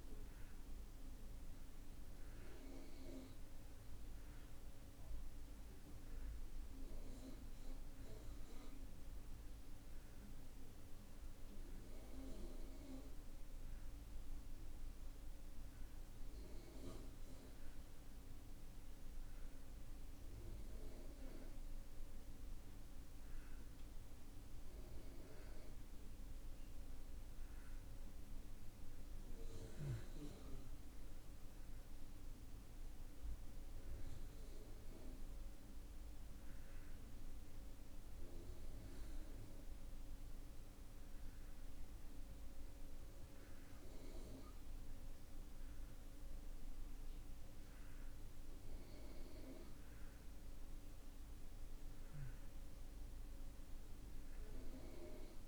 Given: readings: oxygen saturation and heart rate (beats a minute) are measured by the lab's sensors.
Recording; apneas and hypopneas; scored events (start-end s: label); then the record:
breathing in sleep by a room microphone; none
none scored
From the record:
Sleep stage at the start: N2 (light sleep); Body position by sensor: on the back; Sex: male